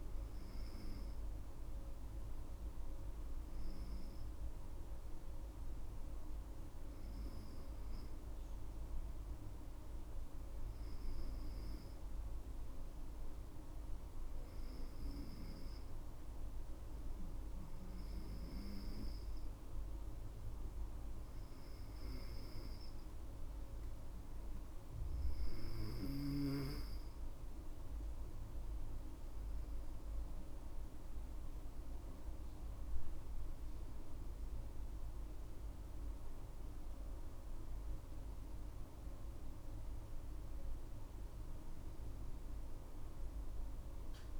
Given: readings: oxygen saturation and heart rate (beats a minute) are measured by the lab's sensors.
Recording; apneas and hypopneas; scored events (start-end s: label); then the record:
breathing in sleep, hard to hear, by a room microphone; 1
4.00-24.50 s: hypopnea (oxygen 98% before, 96% lowest, heart rate 64 before, 59 extreme, up 18 after)
28.00-32.00 s: arousal
From the record:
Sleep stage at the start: N2 (light sleep); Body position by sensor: on the right side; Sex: female